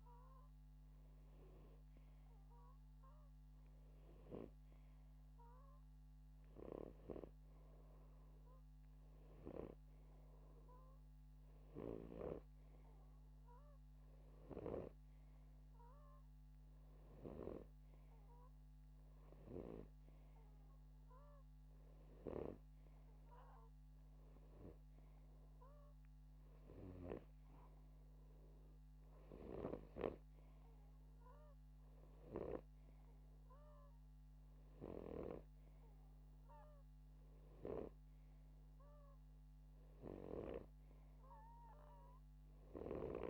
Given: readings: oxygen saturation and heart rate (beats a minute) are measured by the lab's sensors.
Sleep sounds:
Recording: breathing in sleep by a microphone on the trachea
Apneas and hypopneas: none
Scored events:
none scored
From the record:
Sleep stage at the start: N2 (light sleep)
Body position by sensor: upright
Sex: male

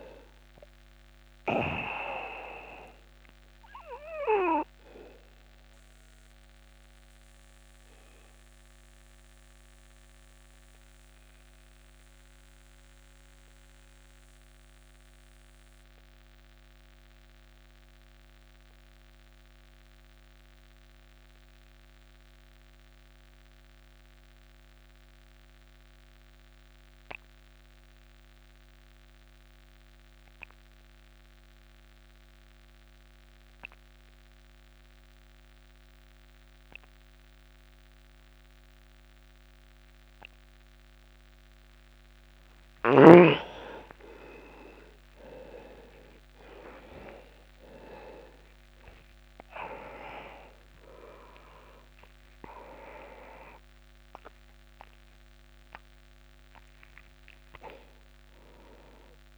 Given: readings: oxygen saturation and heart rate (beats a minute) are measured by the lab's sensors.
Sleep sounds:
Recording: breathing in sleep by a microphone on the trachea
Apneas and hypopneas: 1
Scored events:
0.00-20.50 s: oxygen desaturation (device-marked, oxygen 93% lowest)
2.50-41.00 s: obstructive apnea (oxygen 99% before, 85% lowest)
36.50-59.38 s: oxygen desaturation (device-marked, oxygen 98% before, 85% lowest, heart rate 37 before, 26 extreme)
44.00-49.00 s: arousal
From the record:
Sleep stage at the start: N2 (light sleep)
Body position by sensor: on the back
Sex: male

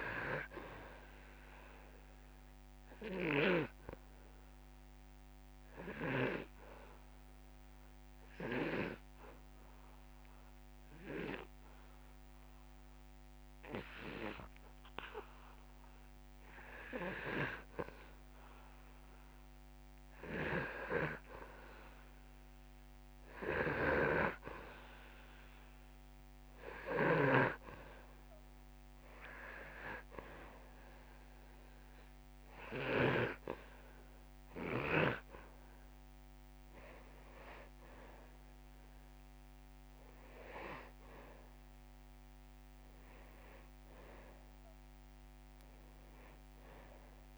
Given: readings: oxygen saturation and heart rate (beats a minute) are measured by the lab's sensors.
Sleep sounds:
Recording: breathing in sleep by a microphone on the trachea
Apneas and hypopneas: 1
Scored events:
2.00-19.00 s: oxygen desaturation (device-marked, oxygen 97% before, 88% lowest)
3.50-17.00 s: obstructive apnea (oxygen 97% before, 88% lowest)
21.00-24.50 s: arousal
31.00-47.38 s: oxygen desaturation (device-marked, oxygen 97% before, 90% lowest)
From the record:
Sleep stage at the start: N2 (light sleep)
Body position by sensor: on the back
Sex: male

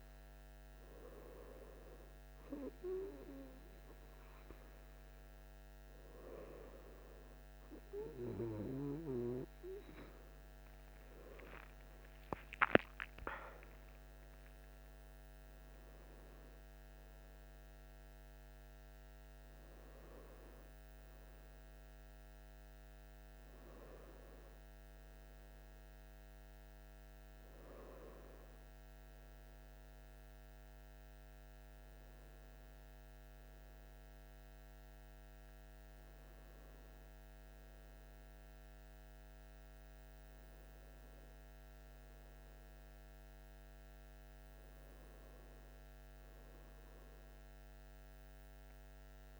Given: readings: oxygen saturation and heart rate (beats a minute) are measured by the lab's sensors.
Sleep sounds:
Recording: breathing in sleep by a microphone on the trachea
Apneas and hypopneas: none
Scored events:
10.50-15.00 s: arousal
From the record:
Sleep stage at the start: N1 (lightest sleep)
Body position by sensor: on the back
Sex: male

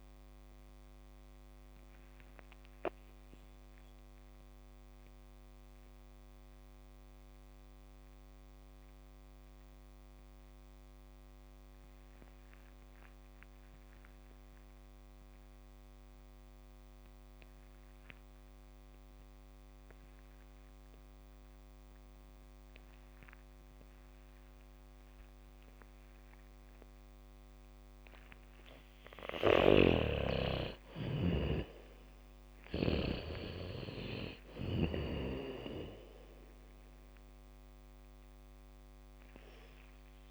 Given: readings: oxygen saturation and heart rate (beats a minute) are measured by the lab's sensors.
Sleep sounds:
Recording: breathing in sleep by a microphone on the trachea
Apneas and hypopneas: 1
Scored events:
0.00-14.00 s: oxygen desaturation (device-marked, oxygen 84% lowest, heart rate 35 extreme)
2.50-28.50 s: mixed apnea (oxygen 96% before, 82% lowest, heart rate 69 before, 35 extreme, up 0 after)
24.00-36.00 s: bradycardia (device-marked, heart rate 70 before, 35 extreme)
28.00-40.31 s: oxygen desaturation (device-marked, oxygen 99% before, 82% lowest, heart rate 71 before, 35 extreme)
29.50-33.50 s: snoring (device-marked)
31.50-35.50 s: arousal
From the record:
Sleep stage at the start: N2 (light sleep)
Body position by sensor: on the back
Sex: female

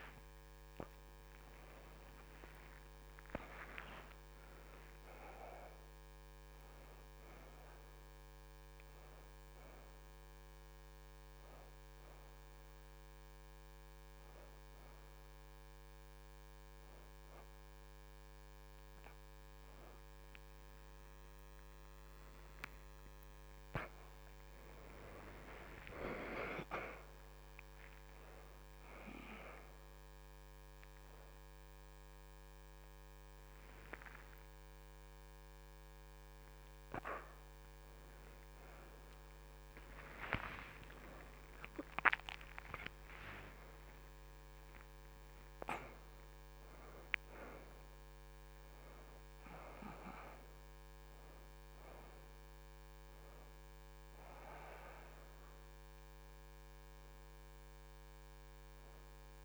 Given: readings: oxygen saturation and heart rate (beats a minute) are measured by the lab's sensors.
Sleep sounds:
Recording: a person awake in a sleep study, by a microphone on the trachea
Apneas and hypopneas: none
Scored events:
0.00-9.00 s: oxygen desaturation (device-marked, oxygen 68% lowest, heart rate 76 extreme)
29.00-52.00 s: oxygen desaturation (device-marked, oxygen 89% before, 84% lowest, heart rate 89 before, 76 extreme)
54.00-59.45 s: oxygen desaturation (device-marked, oxygen 91% before, 86% lowest, heart rate 84 before, 76 extreme)
From the record:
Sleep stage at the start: awake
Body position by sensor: on the back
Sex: female

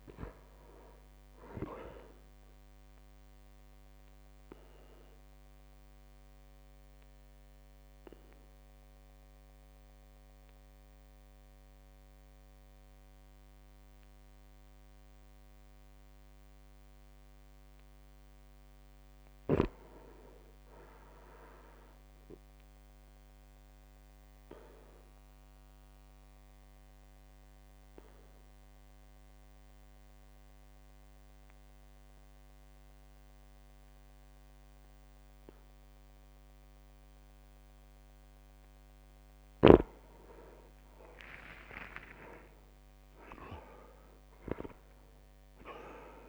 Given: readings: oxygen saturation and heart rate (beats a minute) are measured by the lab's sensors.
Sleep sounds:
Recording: breathing in sleep by a microphone on the trachea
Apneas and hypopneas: 2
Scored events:
0.00-2.00 s: snoring (device-marked)
3.50-17.50 s: obstructive apnea (oxygen 99% before, 95% lowest, heart rate 59 before, 58 extreme, up 3 after)
19.50-22.50 s: arousal
23.00-33.00 s: drop in pulse transit time (device-marked, heart rate 60 before, 60 extreme)
24.00-37.50 s: obstructive apnea (oxygen 99% before, 95% lowest, heart rate 60 before, 55 extreme, up 4 after)
40.00-44.00 s: arousal
From the record:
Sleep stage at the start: REM sleep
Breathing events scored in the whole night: 301 in 3.3 hours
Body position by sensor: on the back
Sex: male

